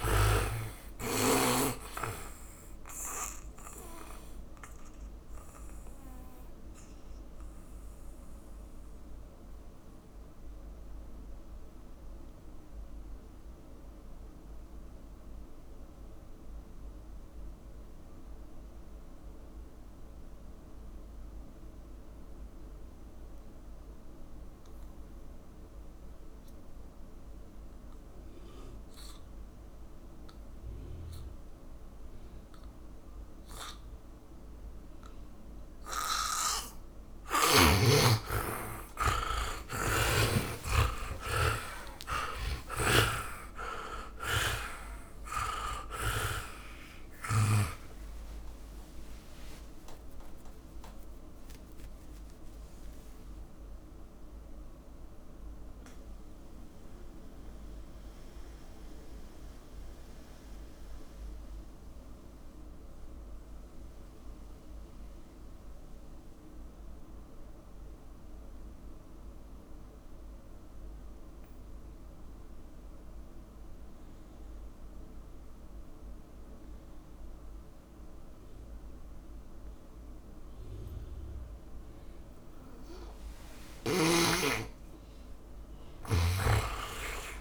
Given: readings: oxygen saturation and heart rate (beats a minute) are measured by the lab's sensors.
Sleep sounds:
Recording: breathing in sleep by a room microphone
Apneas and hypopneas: 2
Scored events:
0.00-26.00 s: oxygen desaturation (device-marked, oxygen 77% lowest, heart rate 49 extreme)
5.00-37.00 s: mixed apnea (oxygen 100% before, 74% lowest, heart rate 55 before, 50 extreme)
28.00-54.00 s: oxygen desaturation (device-marked, oxygen 100% before, 85% lowest, heart rate 56 before, 51 extreme)
39.50-44.50 s: arousal
40.00-50.00 s: tachycardia (device-marked, heart rate 62 before, 130 extreme)
42.50-46.50 s: snoring (device-marked)
52.50-83.00 s: mixed apnea (oxygen 100% before, 74% lowest, heart rate 86 before, 47 extreme, up 37 after)
59.00-73.00 s: oxygen desaturation (device-marked, oxygen 88% before, 74% lowest, heart rate 100 before, 47 extreme)
83.00-87.41 s: oxygen desaturation (device-marked, oxygen 100% before, 77% lowest, heart rate 55 before, 59 extreme)
85.50-87.41 s: arousal
86.00-87.41 s: snoring (device-marked)
From the record:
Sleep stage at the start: N2 (light sleep)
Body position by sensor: on the back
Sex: male

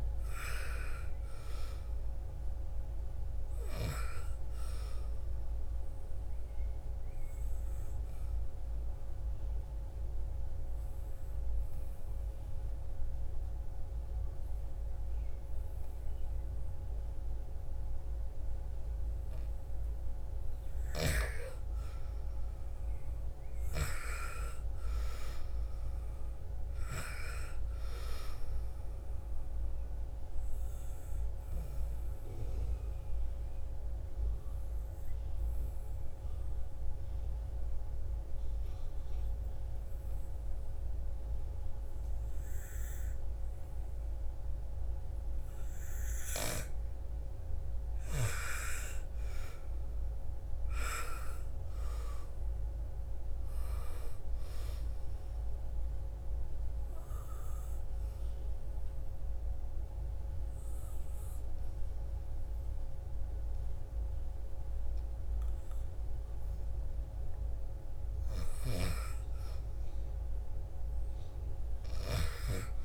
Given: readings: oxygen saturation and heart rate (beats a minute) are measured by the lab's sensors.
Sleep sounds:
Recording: breathing in sleep by a room microphone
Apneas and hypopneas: 3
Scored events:
2.50-16.50 s: oxygen desaturation (device-marked, oxygen 99% before, 93% lowest, heart rate 58 before, 56 extreme)
5.50-19.00 s: obstructive apnea (oxygen 99% before, 90% lowest, heart rate 59 before, 55 extreme, up 7 after)
20.50-24.50 s: arousal
25.50-41.50 s: oxygen desaturation (device-marked, oxygen 98% before, 90% lowest, heart rate 59 before, 55 extreme)
29.00-45.00 s: obstructive apnea (oxygen 99% before, 90% lowest, heart rate 59 before, 55 extreme, up 8 after)
47.00-51.50 s: arousal
50.50-65.50 s: oxygen desaturation (device-marked, oxygen 98% before, 90% lowest, heart rate 57 before, 57 extreme)
55.50-66.50 s: obstructive apnea (oxygen 98% before, 89% lowest, heart rate 58 before, 57 extreme, up 4 after)
68.50-72.85 s: arousal
From the record:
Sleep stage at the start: N2 (light sleep)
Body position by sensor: on the back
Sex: female

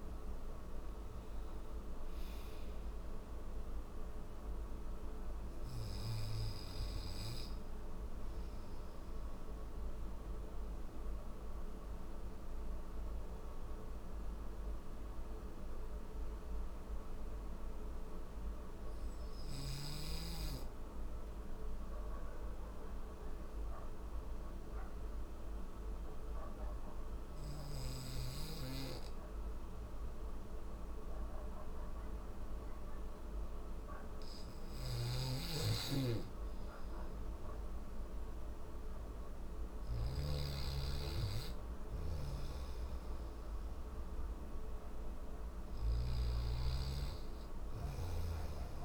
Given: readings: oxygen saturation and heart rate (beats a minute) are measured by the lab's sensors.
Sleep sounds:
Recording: breathing in sleep, hard to hear, by a room microphone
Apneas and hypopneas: none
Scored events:
33.50-45.00 s: snoring (device-marked)
37.50-48.85 s: oxygen desaturation (device-marked, oxygen 99% before, 95% lowest)
From the record:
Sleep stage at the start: N3 (deep sleep)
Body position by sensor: on the back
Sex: male

